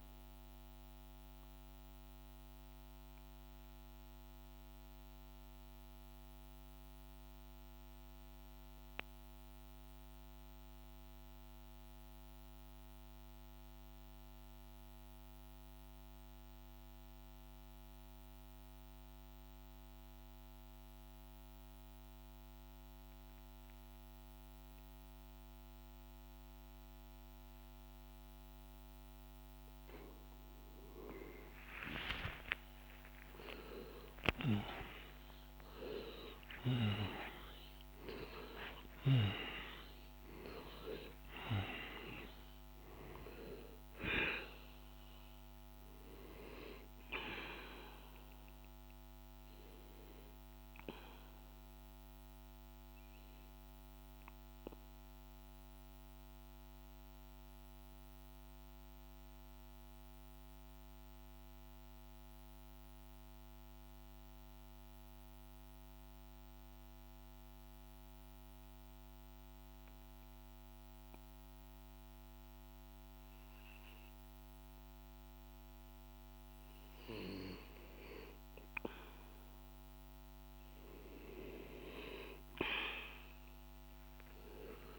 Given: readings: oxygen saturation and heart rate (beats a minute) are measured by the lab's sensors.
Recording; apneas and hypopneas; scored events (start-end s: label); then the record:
breathing in sleep by a microphone on the trachea; 2
0.00-5.50 s: oxygen desaturation (device-marked, oxygen 92% lowest, heart rate 48 extreme)
0.50-28.50 s: mixed apnea (oxygen 98% before, 90% lowest, heart rate 92 before, 48 extreme, up 38 after)
24.50-56.50 s: oxygen desaturation (device-marked, oxygen 99% before, 90% lowest, heart rate 49 before, 49 extreme)
30.50-35.00 s: arousal
53.00-75.50 s: mixed apnea (oxygen 98% before, 91% lowest, heart rate 69 before, 50 extreme, up 4 after)
78.50-84.99 s: oxygen desaturation (device-marked, oxygen 98% before, 91% lowest, heart rate 51 before, 49 extreme)
80.00-84.00 s: arousal
From the record:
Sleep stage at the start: N2 (light sleep); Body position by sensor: on the back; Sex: male